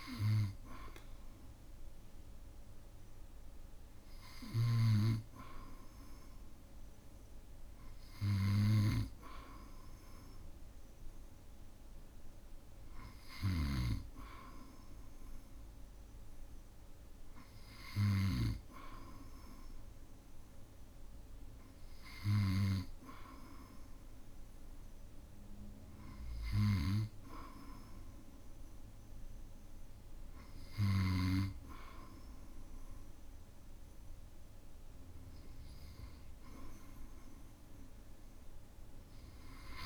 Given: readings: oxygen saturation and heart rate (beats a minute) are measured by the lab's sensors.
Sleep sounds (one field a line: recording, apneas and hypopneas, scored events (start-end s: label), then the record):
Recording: breathing in sleep by a room microphone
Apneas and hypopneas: none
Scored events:
4.50-18.50 s: snoring (device-marked)
26.50-31.50 s: snoring (device-marked)
From the record:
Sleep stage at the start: N2 (light sleep)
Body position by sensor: on the back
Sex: male